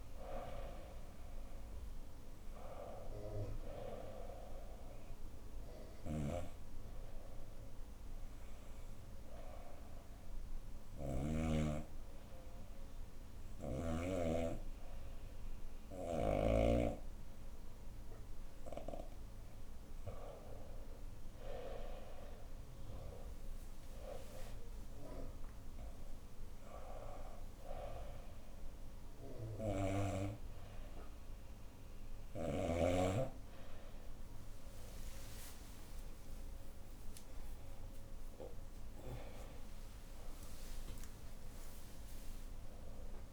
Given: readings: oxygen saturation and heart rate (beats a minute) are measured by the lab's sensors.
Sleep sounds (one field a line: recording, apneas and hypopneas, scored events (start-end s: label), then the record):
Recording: breathing in sleep by a room microphone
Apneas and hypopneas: 1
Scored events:
5.50-11.00 s: snoring (device-marked)
8.00-19.00 s: obstructive apnea (oxygen 98% before, 95% lowest, heart rate 119 before, 72 extreme, up 30 after)
20.50-23.50 s: arousal
36.00-41.50 s: arousal
From the record:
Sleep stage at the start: N2 (light sleep)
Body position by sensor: on the right side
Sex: female